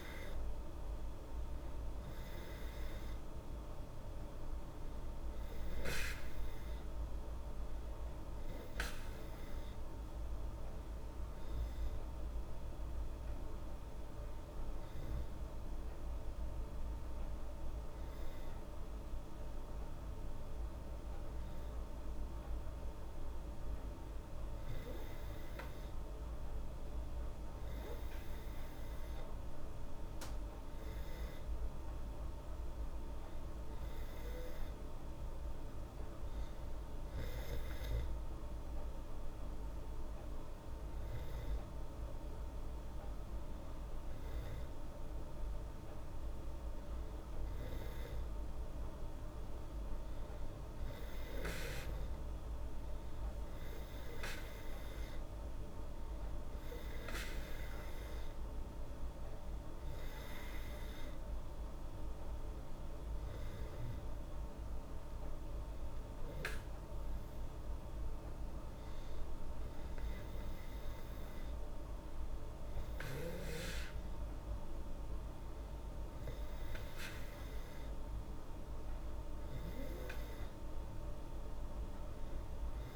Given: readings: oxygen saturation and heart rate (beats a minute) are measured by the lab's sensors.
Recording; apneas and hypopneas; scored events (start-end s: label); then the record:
breathing in sleep, hard to hear, by a room microphone; none
none scored
From the record:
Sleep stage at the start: N2 (light sleep); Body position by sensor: on the back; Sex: female